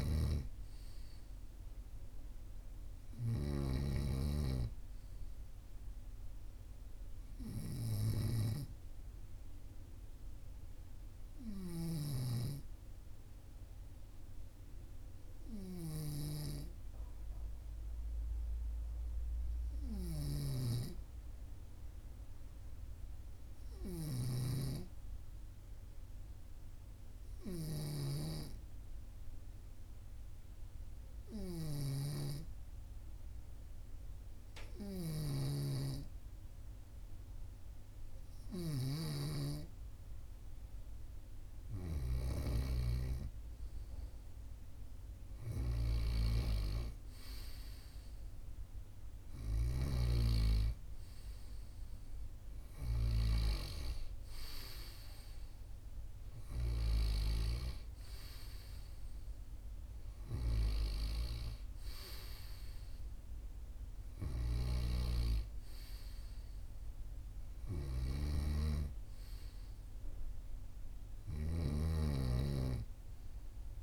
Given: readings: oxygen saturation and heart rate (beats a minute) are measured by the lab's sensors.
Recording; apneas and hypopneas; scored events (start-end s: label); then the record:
breathing in sleep by a room microphone; 1
0.00-3.50 s: snoring (device-marked)
10.00-38.50 s: obstructive apnea (oxygen 98% before, 95% lowest, heart rate 44 before, 42 extreme, up 2 after)
31.50-39.00 s: snoring (device-marked)
41.00-44.50 s: arousal
71.50-73.83 s: snoring (device-marked)
From the record:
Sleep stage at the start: N2 (light sleep); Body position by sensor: on the right side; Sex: male